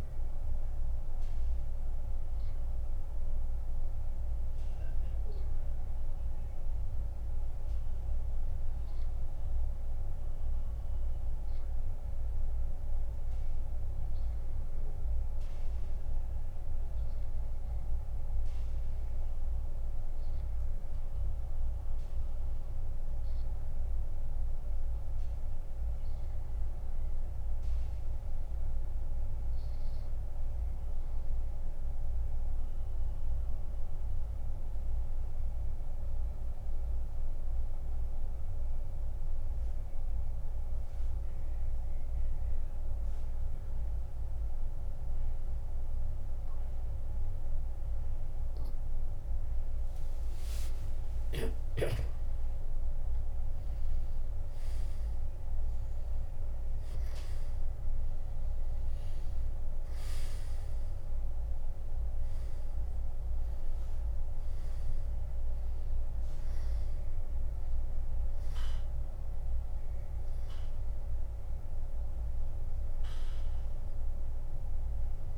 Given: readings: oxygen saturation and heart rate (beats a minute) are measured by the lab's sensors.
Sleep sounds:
breathing in sleep, hard to hear, by a room microphone; 1
8.50-41.50 s: oxygen desaturation (device-marked, oxygen 97% before, 90% lowest, heart rate 84 before, 65 extreme)
8.50-44.50 s: hypopnea (oxygen 97% before, 86% lowest, heart rate 84 before, 65 extreme, up 12 after)
50.50-55.50 s: arousal
From the record:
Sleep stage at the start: N2 (light sleep); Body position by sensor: on the back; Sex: male

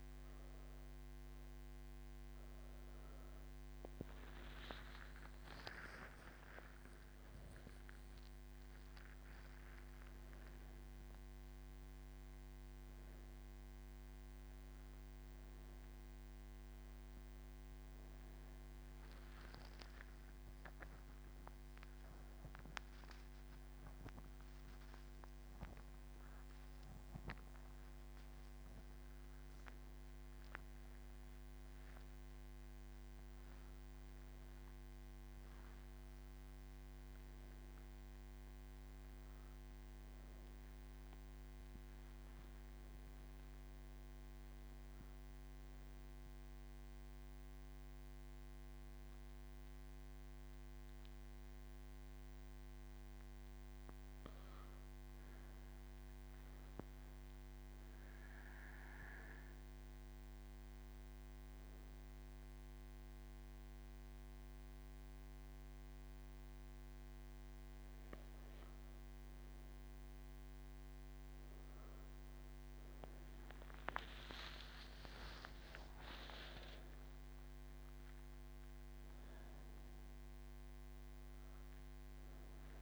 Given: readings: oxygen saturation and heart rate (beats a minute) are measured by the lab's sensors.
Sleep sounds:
breathing in sleep, hard to hear, by a microphone on the trachea; 1
59.00-71.50 s: hypopnea (oxygen 98% before, 95% lowest)
From the record:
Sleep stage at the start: N3 (deep sleep); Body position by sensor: on the right side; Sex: female

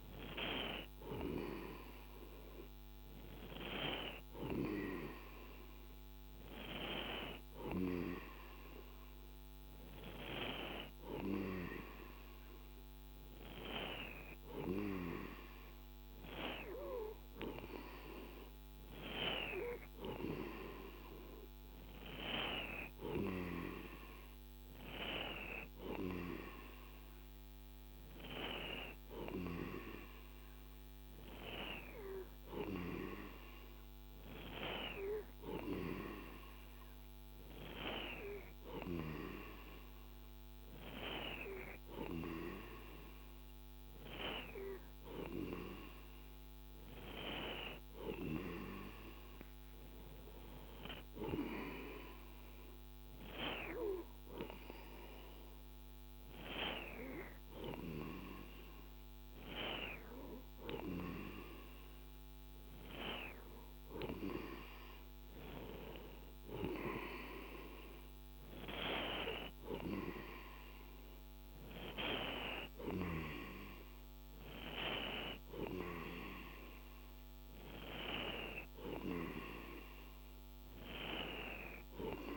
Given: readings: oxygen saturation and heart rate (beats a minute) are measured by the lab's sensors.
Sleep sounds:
breathing in sleep by a microphone on the trachea; none
none scored
From the record:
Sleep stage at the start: N2 (light sleep); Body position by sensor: on the right side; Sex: male

